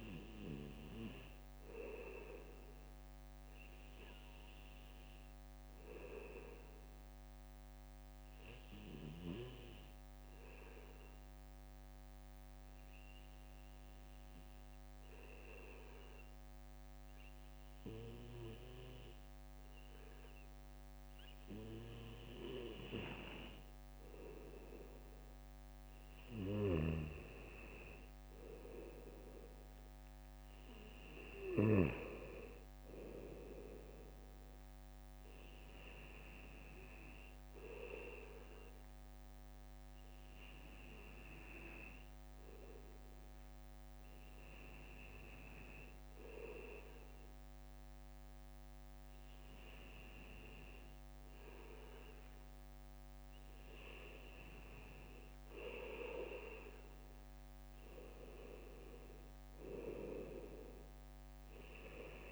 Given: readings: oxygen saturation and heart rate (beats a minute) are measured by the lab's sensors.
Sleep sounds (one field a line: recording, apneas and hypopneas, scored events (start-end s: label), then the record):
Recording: breathing in sleep by a microphone on the trachea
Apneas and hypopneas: 2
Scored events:
0.50-10.50 s: bradycardia (device-marked, heart rate 59 before, 57 extreme)
8.00-21.50 s: hypopnea (oxygen 97% before, 95% lowest, heart rate 58 before, 58 extreme, up 1 after)
12.50-19.50 s: bradycardia (device-marked, heart rate 59 before, 59 extreme)
21.50-41.50 s: bradycardia (device-marked, heart rate 59 before, 58 extreme)
22.00-26.00 s: arousal
40.00-52.50 s: hypopnea (oxygen 96% before, 95% lowest, heart rate 59 before, 57 extreme, up 2 after)
42.50-62.32 s: bradycardia (device-marked, heart rate 59 before, 57 extreme)
54.50-58.50 s: arousal
From the record:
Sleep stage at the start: N2 (light sleep)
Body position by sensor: on the back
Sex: male